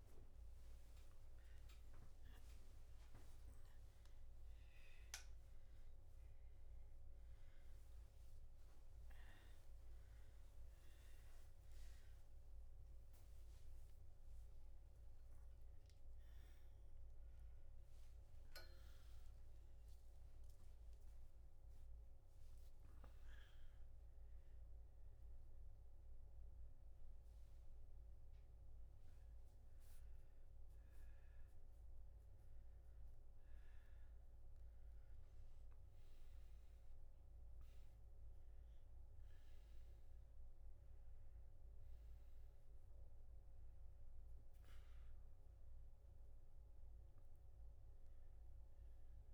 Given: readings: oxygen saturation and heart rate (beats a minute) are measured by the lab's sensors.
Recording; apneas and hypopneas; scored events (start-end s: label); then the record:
breathing in sleep, hard to hear, by a room microphone; none
none scored
From the record:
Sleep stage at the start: N2 (light sleep); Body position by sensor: on the back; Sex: male